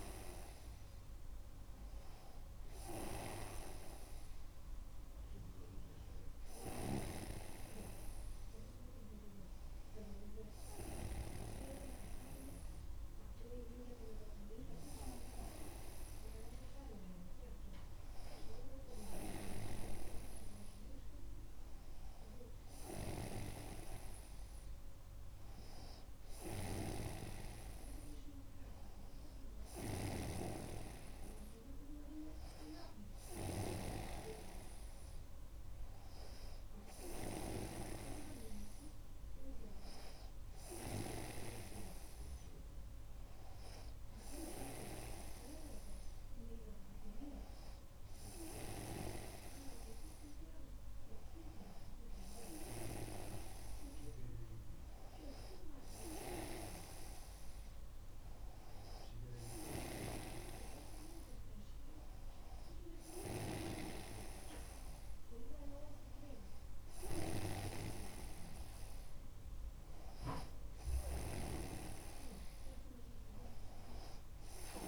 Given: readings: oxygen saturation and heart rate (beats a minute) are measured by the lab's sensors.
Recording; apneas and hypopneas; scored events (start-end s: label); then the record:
breathing in sleep by a room microphone; none
30.50-34.50 s: snoring (device-marked)
From the record:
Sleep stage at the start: N2 (light sleep); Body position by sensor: on the right side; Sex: male